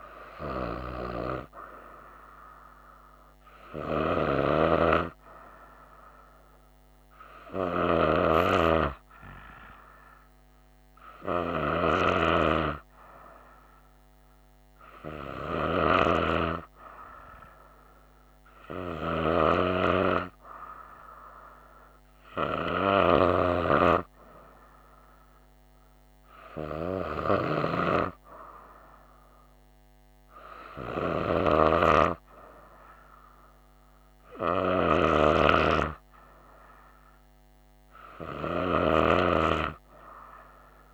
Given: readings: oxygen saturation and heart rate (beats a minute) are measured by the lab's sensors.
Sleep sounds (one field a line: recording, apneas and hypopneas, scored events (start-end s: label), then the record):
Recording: breathing in sleep by a microphone on the trachea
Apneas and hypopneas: none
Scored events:
none scored
From the record:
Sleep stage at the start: N2 (light sleep)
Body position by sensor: on the right side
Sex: female